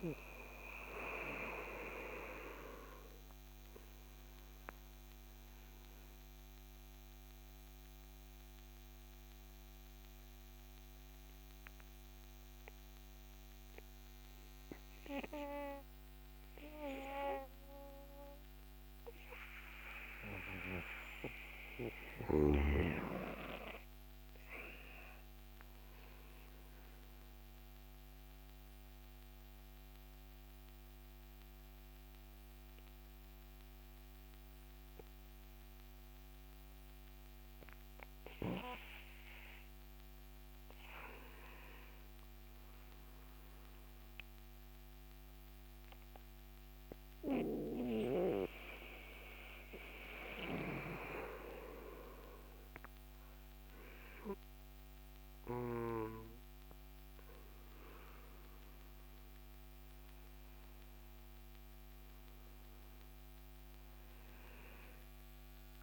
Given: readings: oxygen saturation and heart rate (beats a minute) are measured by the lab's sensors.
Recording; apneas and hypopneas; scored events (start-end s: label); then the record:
breathing in sleep by a microphone on the trachea; 2
8.00-24.00 s: mixed apnea (oxygen 98% before, 93% lowest, heart rate 69 before, 65 extreme, up 8 after)
26.00-30.00 s: arousal
30.00-50.00 s: oxygen desaturation (device-marked, oxygen 97% before, 93% lowest, heart rate 69 before, 66 extreme)
48.00-58.00 s: obstructive apnea (oxygen 97% before, 94% lowest, heart rate 71 before, 66 extreme, up 6 after)
51.00-56.50 s: snoring (device-marked)
60.00-63.00 s: arousal
From the record:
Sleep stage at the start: N2 (light sleep); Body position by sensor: on the back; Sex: male